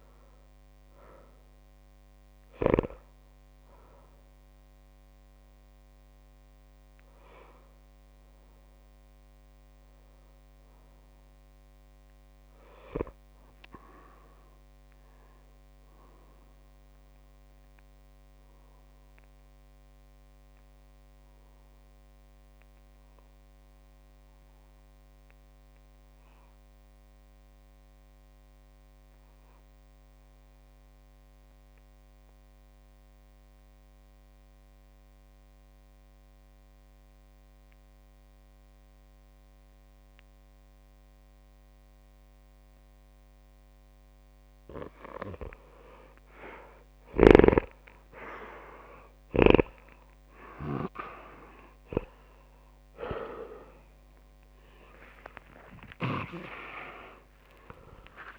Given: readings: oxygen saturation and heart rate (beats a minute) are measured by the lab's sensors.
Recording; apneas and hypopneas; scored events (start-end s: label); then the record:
a person partly awake in a sleep study, by a microphone on the trachea; 1
8.50-10.50 s: long interval between heartbeats (device-marked)
18.50-46.50 s: mixed apnea (oxygen 99% before, 92% lowest)
37.00-58.39 s: new sleep stage, awake
43.00-58.39 s: oxygen desaturation (device-marked, oxygen 99% before, 92% lowest)
From the record:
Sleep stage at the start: N2 (light sleep); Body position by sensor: on the back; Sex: male